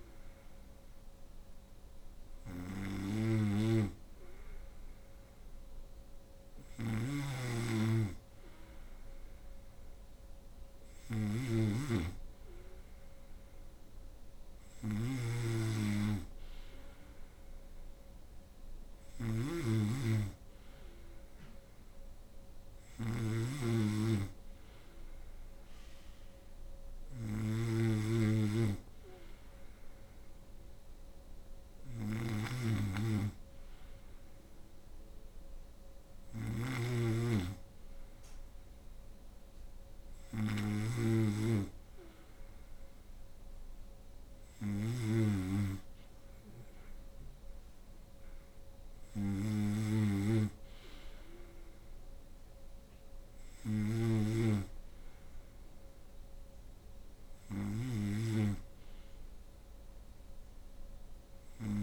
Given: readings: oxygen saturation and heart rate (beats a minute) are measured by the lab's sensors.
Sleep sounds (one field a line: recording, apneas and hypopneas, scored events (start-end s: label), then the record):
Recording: breathing in sleep by a room microphone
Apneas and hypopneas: none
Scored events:
0.00-61.83 s: snoring (device-marked)
From the record:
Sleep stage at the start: N2 (light sleep)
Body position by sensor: on the right side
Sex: female